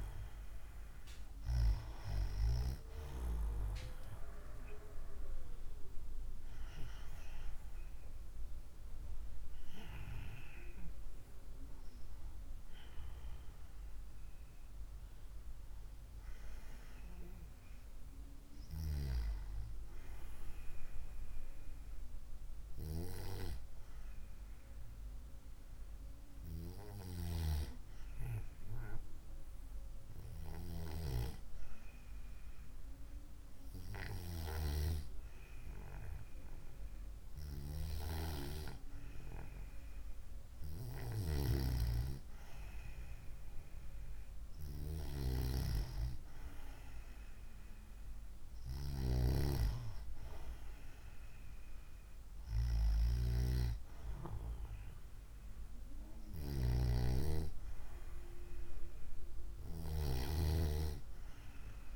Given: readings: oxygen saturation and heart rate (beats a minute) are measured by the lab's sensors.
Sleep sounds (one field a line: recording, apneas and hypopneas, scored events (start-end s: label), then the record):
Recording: breathing in sleep by a room microphone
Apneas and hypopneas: 1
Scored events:
8.00-12.50 s: arousal
22.00-40.00 s: hypopnea (oxygen 96% before, 93% lowest, heart rate 61 before, 55 extreme, up 4 after)
42.00-45.00 s: arousal
From the record:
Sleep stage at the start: N2 (light sleep)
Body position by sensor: on the right side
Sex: female